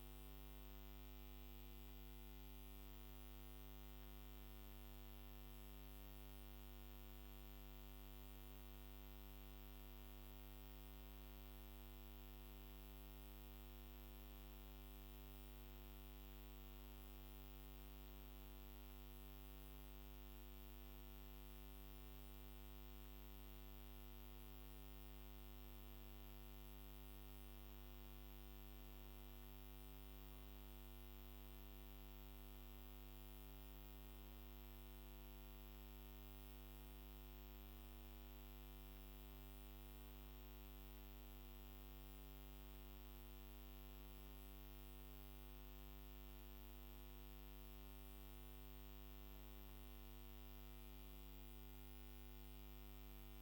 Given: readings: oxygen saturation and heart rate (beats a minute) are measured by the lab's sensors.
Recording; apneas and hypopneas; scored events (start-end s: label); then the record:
a person awake in a sleep study, hard to hear, by a microphone on the trachea; none
none scored
From the record:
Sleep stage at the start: awake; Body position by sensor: on the back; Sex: male